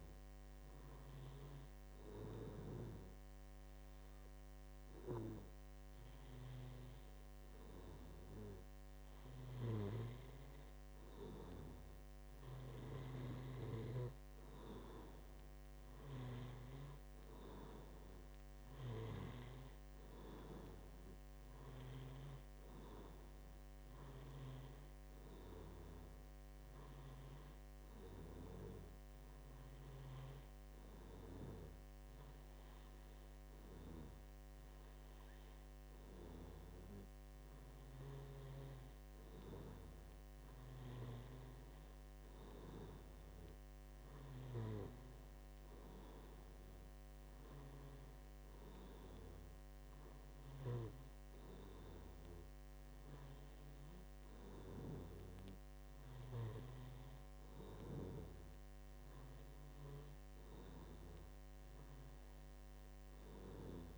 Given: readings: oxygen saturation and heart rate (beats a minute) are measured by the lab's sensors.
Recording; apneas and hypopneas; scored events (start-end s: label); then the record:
breathing in sleep by a microphone on the trachea; none
11.00-63.98 s: new sleep stage, N2 (light sleep)
From the record:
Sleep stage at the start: N1 (lightest sleep); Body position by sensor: on the back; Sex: male